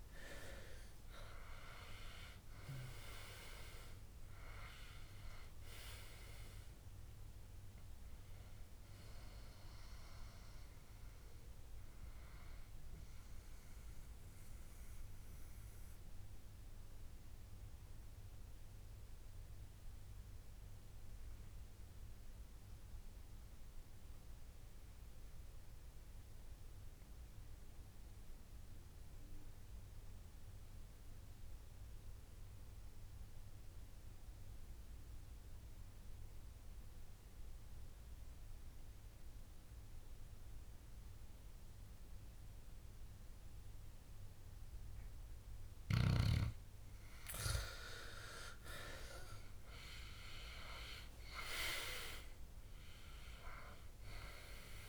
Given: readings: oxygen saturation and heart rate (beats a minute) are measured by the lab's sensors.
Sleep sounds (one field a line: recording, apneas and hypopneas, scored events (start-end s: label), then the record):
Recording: breathing in sleep by a room microphone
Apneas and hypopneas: 1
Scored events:
0.00-25.50 s: oxygen desaturation (device-marked, oxygen 91% lowest, heart rate 60 extreme)
15.00-47.50 s: obstructive apnea (oxygen 98% before, 88% lowest, heart rate 74 before, 60 extreme, up 19 after)
49.50-53.50 s: arousal
50.50-54.89 s: oxygen desaturation (device-marked, oxygen 97% before, 88% lowest, heart rate 63 before, 58 extreme)
From the record:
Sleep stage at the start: N2 (light sleep)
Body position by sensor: on the back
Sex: male